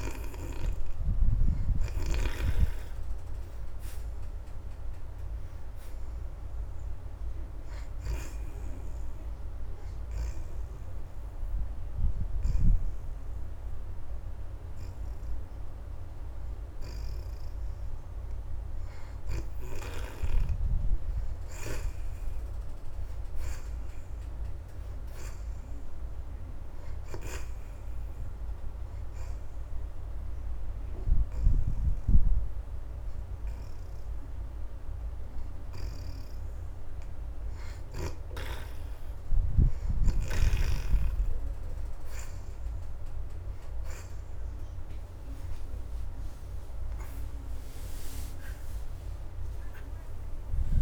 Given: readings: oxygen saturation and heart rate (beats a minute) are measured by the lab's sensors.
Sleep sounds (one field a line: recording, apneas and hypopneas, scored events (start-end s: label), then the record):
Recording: breathing in sleep by a room microphone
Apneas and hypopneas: 2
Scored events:
0.00-8.50 s: oxygen desaturation (device-marked, oxygen 62% lowest, heart rate 81 extreme)
9.00-20.00 s: hypopnea (oxygen 75% before, 60% lowest, heart rate 102 before, 81 extreme, up 28 after)
15.50-25.50 s: oxygen desaturation (device-marked, oxygen 75% before, 62% lowest, heart rate 99 before, 81 extreme)
22.00-26.00 s: arousal
28.00-38.50 s: hypopnea (oxygen 75% before, 60% lowest, heart rate 94 before, 81 extreme, up 3 after)
30.50-47.50 s: oxygen desaturation (device-marked, oxygen 72% before, 61% lowest, heart rate 92 before, 76 extreme)
44.50-49.00 s: arousal
From the record:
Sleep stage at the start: N2 (light sleep)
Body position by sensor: on the back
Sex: female